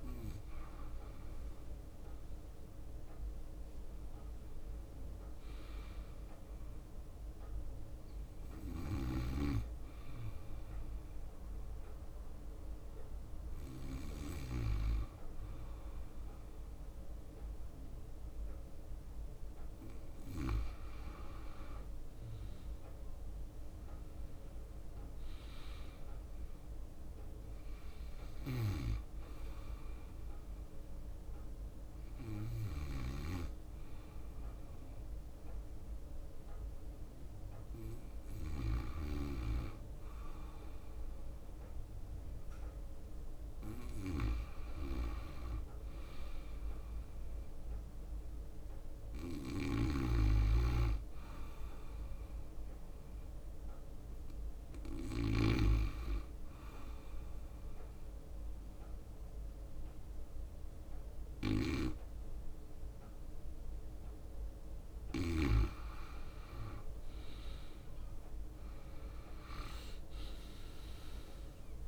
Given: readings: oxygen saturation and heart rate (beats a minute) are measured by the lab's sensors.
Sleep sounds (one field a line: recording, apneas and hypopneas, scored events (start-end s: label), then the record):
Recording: breathing in sleep by a room microphone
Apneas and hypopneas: 3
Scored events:
0.00-17.00 s: drop in pulse transit time (device-marked, heart rate 61 extreme)
1.00-5.50 s: leg movement (device-marked)
1.50-4.00 s: arousal
7.00-18.50 s: hypopnea (oxygen 99% before, 93% lowest, heart rate 63 before, 61 extreme, up 3 after)
21.00-24.50 s: arousal
21.50-26.50 s: leg movement (device-marked)
27.50-38.50 s: hypopnea (oxygen 99% before, 92% lowest, heart rate 64 before, 61 extreme, up 2 after)
42.50-46.50 s: arousal
49.50-55.50 s: snoring (device-marked)
54.00-64.50 s: hypopnea (oxygen 97% before, 92% lowest, heart rate 62 before, 61 extreme, up 6 after)
66.50-70.50 s: leg movement (device-marked)
66.50-71.00 s: arousal
70.00-71.88 s: oxygen desaturation (device-marked, oxygen 96% before, 92% lowest, heart rate 63 before, 61 extreme)
70.50-71.88 s: leg movement (device-marked)
From the record:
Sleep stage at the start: N2 (light sleep)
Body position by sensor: on the back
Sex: male